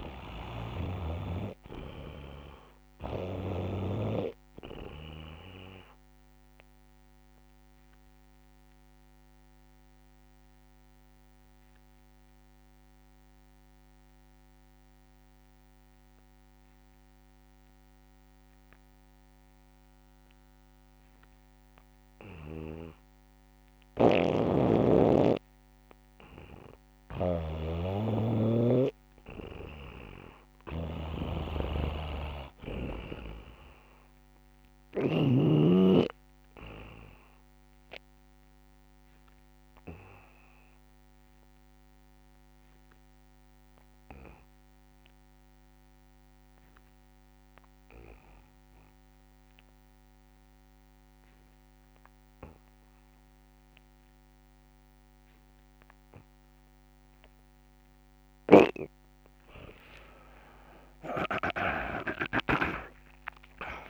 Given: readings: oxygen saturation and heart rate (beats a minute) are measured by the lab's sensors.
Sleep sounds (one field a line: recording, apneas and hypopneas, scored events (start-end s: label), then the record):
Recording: breathing in sleep by a microphone on the trachea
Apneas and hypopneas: 2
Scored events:
6.50-13.50 s: oxygen desaturation (device-marked, oxygen 95% before, 90% lowest, heart rate 73 before, 66 extreme)
7.50-9.50 s: long interval between heartbeats (device-marked, heart rate 73 before, 82 extreme)
7.50-22.50 s: obstructive apnea (oxygen 95% before, 82% lowest, heart rate 73 before, 64 extreme, up 15 after)
20.50-22.50 s: long interval between heartbeats (device-marked, heart rate 74 before, 77 extreme)
24.00-28.00 s: arousal
24.50-54.50 s: oxygen desaturation (device-marked, oxygen 98% before, 89% lowest, heart rate 75 before, 64 extreme)
35.50-37.50 s: long interval between heartbeats (device-marked, heart rate 74 before, 73 extreme)
40.00-57.50 s: obstructive apnea (oxygen 98% before, 82% lowest, heart rate 76 before, 64 extreme, up 53 after)
55.00-57.00 s: long interval between heartbeats (device-marked, heart rate 73 before, 90 extreme)
58.00-61.50 s: snoring (device-marked)
60.00-63.90 s: arousal
60.50-62.50 s: long interval between heartbeats (device-marked, heart rate 76 before, 97 extreme)
62.50-63.90 s: long interval between heartbeats (device-marked, heart rate 78 before, 108 extreme)
From the record:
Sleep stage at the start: N2 (light sleep)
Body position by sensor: on the back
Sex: male